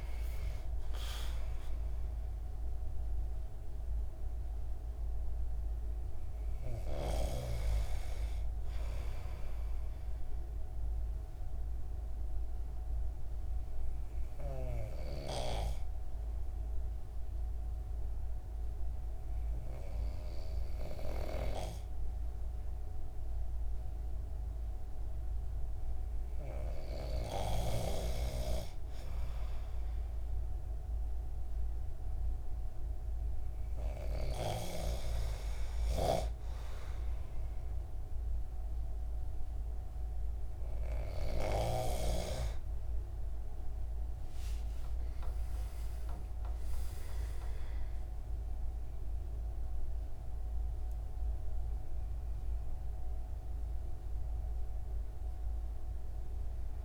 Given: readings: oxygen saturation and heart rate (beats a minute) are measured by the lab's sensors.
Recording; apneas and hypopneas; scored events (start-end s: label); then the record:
breathing in sleep by a room microphone; 1
10.50-28.50 s: hypopnea (oxygen 96% before, 93% lowest, heart rate 117 before, 138 extreme, up 21 after)
43.50-48.00 s: arousal
From the record:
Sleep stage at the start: N2 (light sleep); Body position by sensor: on the back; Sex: male